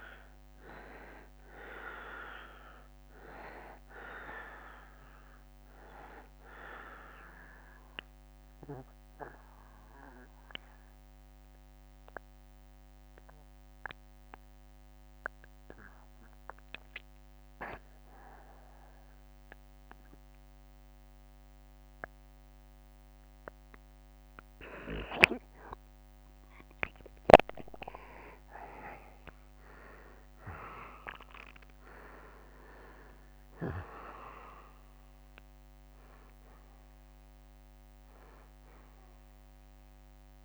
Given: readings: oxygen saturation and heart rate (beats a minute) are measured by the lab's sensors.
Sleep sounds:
breathing in sleep by a microphone on the trachea; 1
0.00-15.50 s: oxygen desaturation (device-marked, oxygen 90% lowest, heart rate 71 extreme)
7.00-24.00 s: obstructive apnea (oxygen 94% before, 87% lowest, heart rate 74 before, 71 extreme, up 3 after)
26.50-40.45 s: oxygen desaturation (device-marked, oxygen 95% before, 87% lowest, heart rate 73 before, 71 extreme)
27.00-31.50 s: arousal
35.50-40.45 s: drop in pulse transit time (device-marked, heart rate 72 before, 73 extreme)
From the record:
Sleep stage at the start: N2 (light sleep); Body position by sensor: on the back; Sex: male

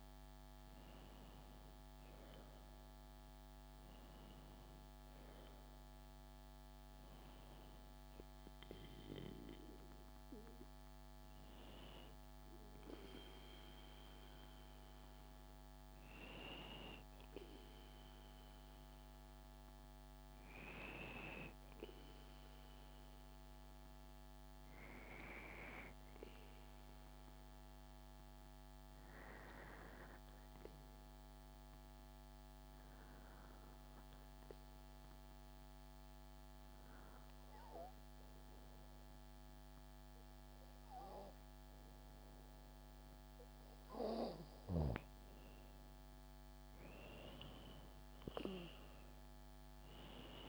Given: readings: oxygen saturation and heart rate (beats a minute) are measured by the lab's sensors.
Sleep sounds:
breathing in sleep by a microphone on the trachea; 1
25.50-43.00 s: obstructive apnea (oxygen 96% before, 92% lowest, heart rate 69 before, 66 extreme, up 6 after)
36.00-50.49 s: oxygen desaturation (device-marked, oxygen 95% before, 92% lowest, heart rate 68 before, 65 extreme)
45.50-49.50 s: arousal
From the record:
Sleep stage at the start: N2 (light sleep); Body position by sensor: on the back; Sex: female

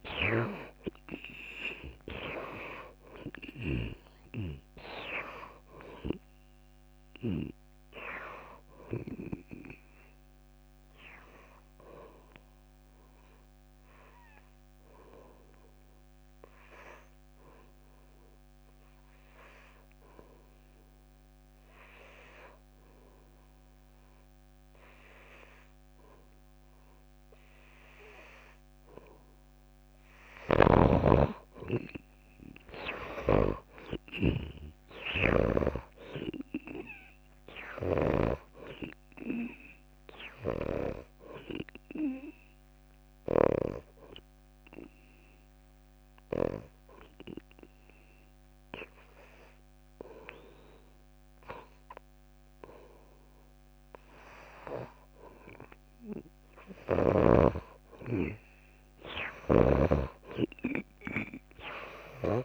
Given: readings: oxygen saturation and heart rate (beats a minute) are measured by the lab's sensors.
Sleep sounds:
breathing in sleep by a microphone on the trachea; 2
0.00-24.50 s: oxygen desaturation (device-marked, oxygen 80% lowest)
14.50-29.00 s: obstructive apnea (oxygen 96% before, 83% lowest)
30.50-36.00 s: snoring (device-marked)
31.50-44.50 s: drop in pulse transit time (device-marked)
32.50-35.50 s: arousal
33.50-35.50 s: long interval between heartbeats (device-marked)
39.50-41.50 s: long interval between heartbeats (device-marked, heart rate 30 before, 76 extreme)
40.50-44.00 s: snoring (device-marked)
41.50-52.50 s: obstructive apnea (oxygen 99% before, 88% lowest)
45.50-51.50 s: oxygen desaturation (device-marked, oxygen 97% before, 91% lowest)
51.00-53.00 s: long interval between heartbeats (device-marked, heart rate 53 before, 35 extreme)
58.50-60.50 s: long interval between heartbeats (device-marked)
58.50-62.45 s: oxygen desaturation (device-marked, oxygen 96% before, 89% lowest)
60.00-62.45 s: arousal
From the record:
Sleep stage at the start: N2 (light sleep); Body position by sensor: on the back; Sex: female

